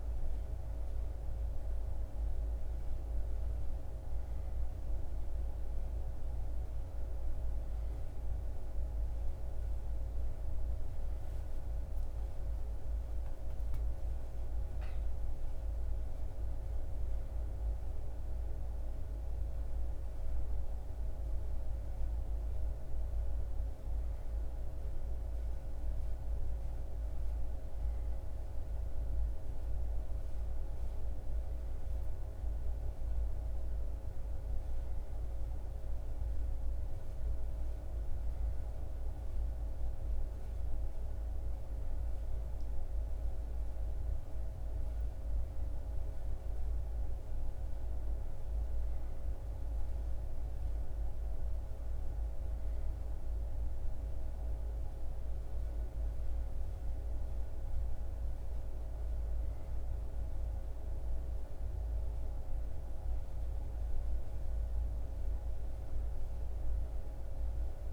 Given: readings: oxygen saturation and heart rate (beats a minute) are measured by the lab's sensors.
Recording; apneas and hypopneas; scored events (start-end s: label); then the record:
breathing in sleep, hard to hear, by a room microphone; none
none scored
From the record:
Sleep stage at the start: N2 (light sleep); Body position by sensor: on the back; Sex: male